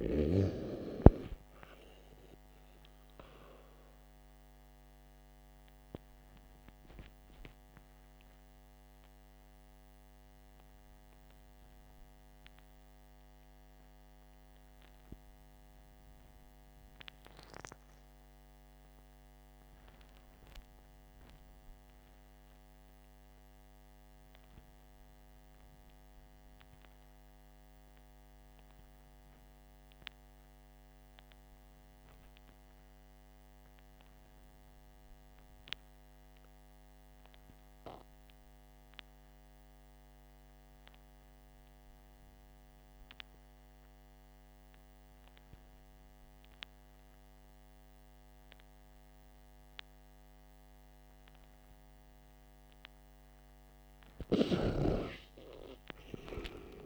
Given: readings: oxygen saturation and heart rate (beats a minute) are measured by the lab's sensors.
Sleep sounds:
breathing in sleep by a microphone on the trachea; 1
13.50-51.50 s: obstructive apnea (oxygen 98% before, 81% lowest, heart rate 59 before, 48 extreme, up 15 after)
33.50-56.86 s: oxygen desaturation (device-marked, oxygen 96% before, 81% lowest, heart rate 56 before, 48 extreme)
From the record:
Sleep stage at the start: REM sleep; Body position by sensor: on the back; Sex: male

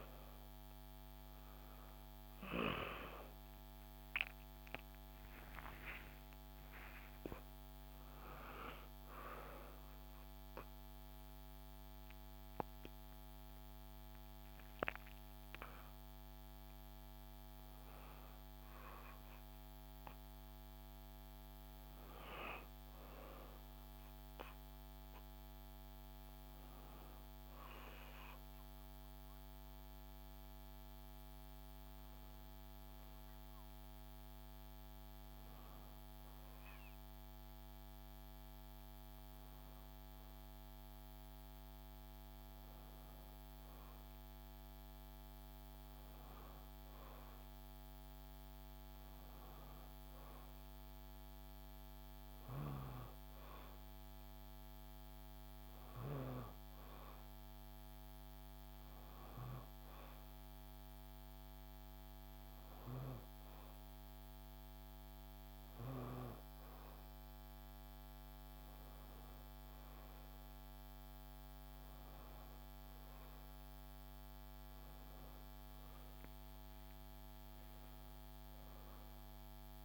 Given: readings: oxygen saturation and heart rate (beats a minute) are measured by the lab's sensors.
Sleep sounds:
breathing in sleep by a microphone on the trachea; 1
3.50-8.50 s: arousal
30.00-41.00 s: hypopnea (oxygen 96% before, 92% lowest, heart rate 74 before, 66 extreme, up 0 after)
43.00-47.50 s: arousal
77.00-79.85 s: arousal
From the record:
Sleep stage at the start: N1 (lightest sleep); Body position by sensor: on the back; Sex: female

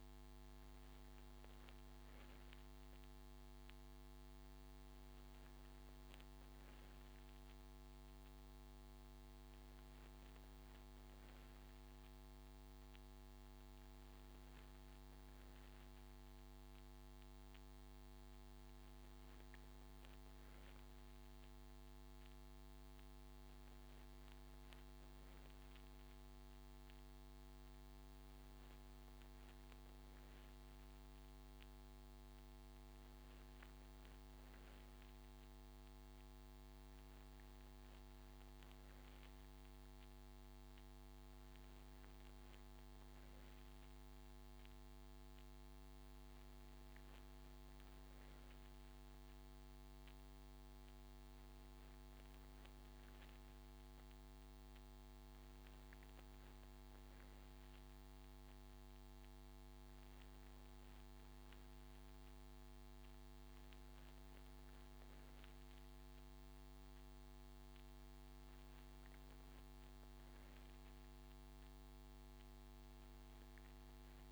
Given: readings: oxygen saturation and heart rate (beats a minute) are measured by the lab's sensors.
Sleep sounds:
breathing in sleep, hard to hear, by a microphone on the trachea; none
none scored
From the record:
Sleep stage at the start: N2 (light sleep); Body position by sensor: on the right side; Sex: male

